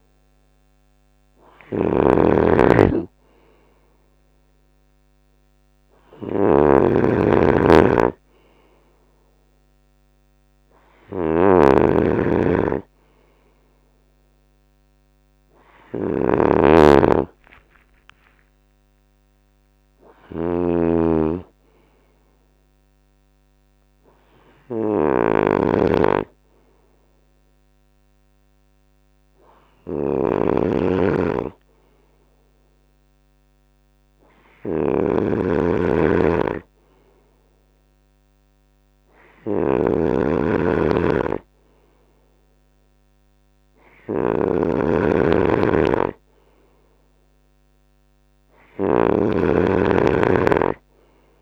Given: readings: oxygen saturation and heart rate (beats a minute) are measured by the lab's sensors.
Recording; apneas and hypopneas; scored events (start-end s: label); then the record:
breathing in sleep by a microphone on the trachea; 1
0.00-51.42 s: snoring (device-marked)
17.00-21.00 s: arousal
26.50-40.00 s: hypopnea (oxygen 96% before, 93% lowest, heart rate 74 before, 69 extreme, up 4 after)
42.00-45.50 s: arousal
From the record:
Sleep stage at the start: N3 (deep sleep); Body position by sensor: on the right side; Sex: male